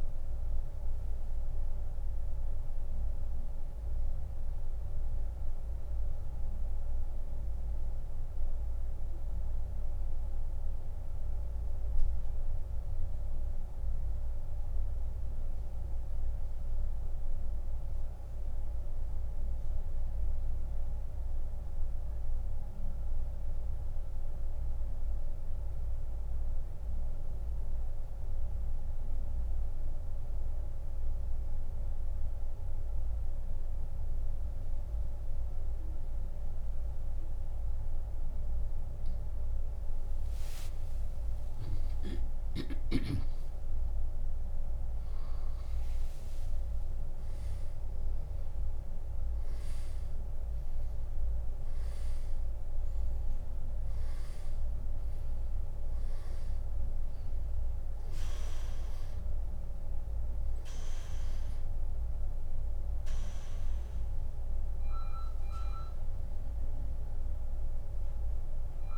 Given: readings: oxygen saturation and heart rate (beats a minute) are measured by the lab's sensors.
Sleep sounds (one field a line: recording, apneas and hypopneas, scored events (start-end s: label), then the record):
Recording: breathing in sleep, hard to hear, by a room microphone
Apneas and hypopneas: 1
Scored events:
3.00-38.50 s: central apnea (oxygen 97% before, 88% lowest, heart rate 87 before, 68 extreme, up 15 after)
18.00-32.00 s: oxygen desaturation (device-marked, oxygen 93% before, 89% lowest, heart rate 82 before, 68 extreme)
41.00-46.00 s: arousal
From the record:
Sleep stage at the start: N2 (light sleep)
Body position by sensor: on the back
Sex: male